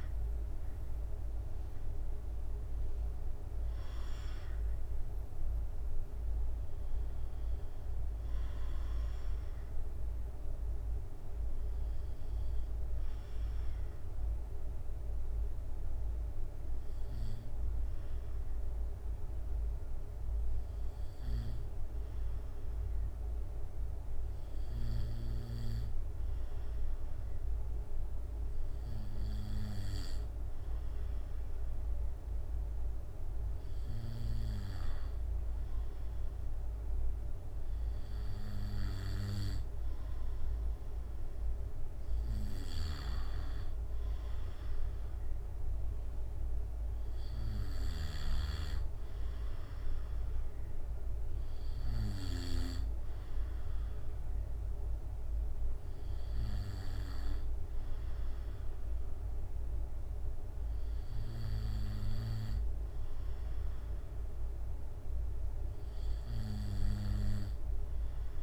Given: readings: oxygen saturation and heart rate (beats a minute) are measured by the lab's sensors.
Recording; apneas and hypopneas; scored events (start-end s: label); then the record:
breathing in sleep by a room microphone; 1
3.00-6.50 s: arousal
10.50-32.50 s: obstructive apnea (oxygen 96% before, 94% lowest, heart rate 70 before, 65 extreme, up 3 after)
36.50-40.50 s: arousal
53.00-63.00 s: drop in pulse transit time (device-marked, heart rate 67 before, 65 extreme)
55.00-57.00 s: long interval between heartbeats (device-marked, heart rate 68 before, 69 extreme)
From the record:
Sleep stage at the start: N2 (light sleep); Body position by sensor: on the back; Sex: male